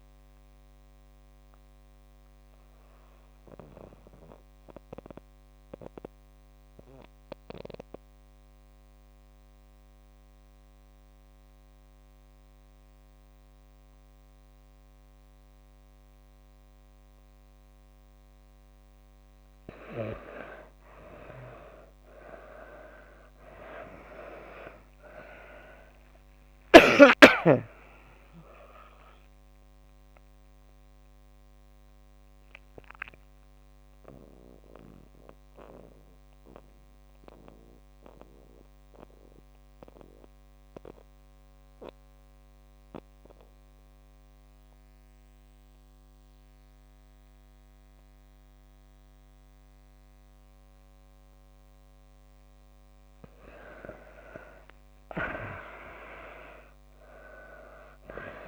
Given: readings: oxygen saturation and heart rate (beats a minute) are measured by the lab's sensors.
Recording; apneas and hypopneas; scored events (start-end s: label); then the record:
breathing in sleep by a microphone on the trachea; 2
2.00-16.00 s: oxygen desaturation (device-marked, oxygen 94% before, 82% lowest)
2.00-19.50 s: mixed apnea (oxygen 96% before, 79% lowest)
22.00-51.00 s: oxygen desaturation (device-marked, oxygen 97% before, 79% lowest)
23.00-28.00 s: arousal
29.50-53.50 s: mixed apnea (oxygen 97% before, 75% lowest)
54.50-57.00 s: arousal
56.00-58.48 s: oxygen desaturation (device-marked, oxygen 98% before, 80% lowest)
From the record:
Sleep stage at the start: N2 (light sleep); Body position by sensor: on the back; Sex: female